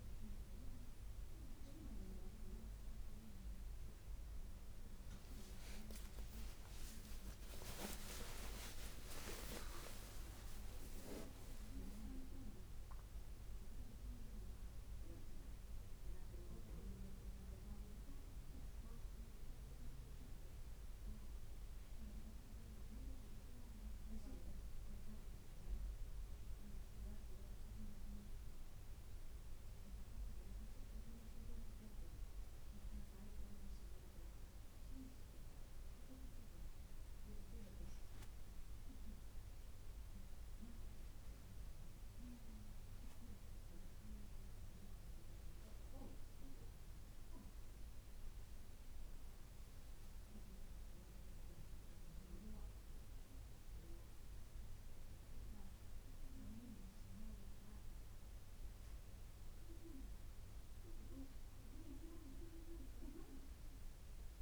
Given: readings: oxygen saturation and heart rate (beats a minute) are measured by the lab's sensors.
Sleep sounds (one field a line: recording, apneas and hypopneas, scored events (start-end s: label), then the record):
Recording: breathing in sleep by a room microphone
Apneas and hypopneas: none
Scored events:
7.50-12.00 s: arousal
From the record:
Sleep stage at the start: N1 (lightest sleep)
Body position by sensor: on the right side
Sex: female